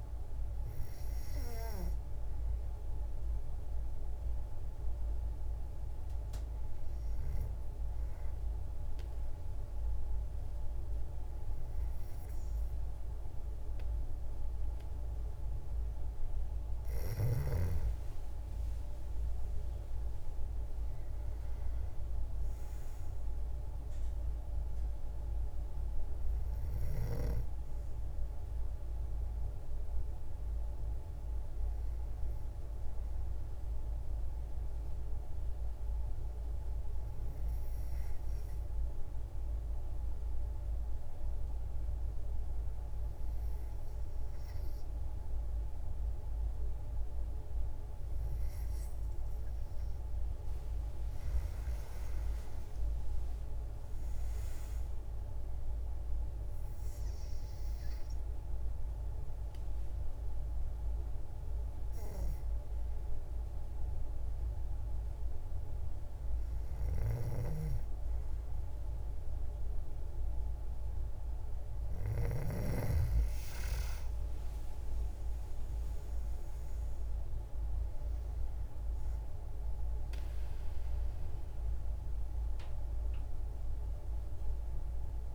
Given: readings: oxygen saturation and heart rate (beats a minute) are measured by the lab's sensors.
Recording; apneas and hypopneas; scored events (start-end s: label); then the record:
breathing in sleep by a room microphone; 3
0.00-21.00 s: oxygen desaturation (device-marked, oxygen 92% lowest, heart rate 53 extreme)
2.50-15.50 s: hypopnea (oxygen 97% before, 91% lowest, heart rate 57 before, 53 extreme, up 13 after)
17.00-21.50 s: arousal
33.50-50.00 s: obstructive apnea (oxygen 96% before, 91% lowest, heart rate 59 before, 54 extreme, up 12 after)
51.50-54.00 s: arousal
52.00-77.00 s: oxygen desaturation (device-marked, oxygen 97% before, 91% lowest, heart rate 55 before, 54 extreme)
58.00-70.00 s: hypopnea (oxygen 97% before, 91% lowest, heart rate 59 before, 54 extreme, up 18 after)
74.00-77.50 s: arousal
From the record:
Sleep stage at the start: N2 (light sleep); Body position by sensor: on the back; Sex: female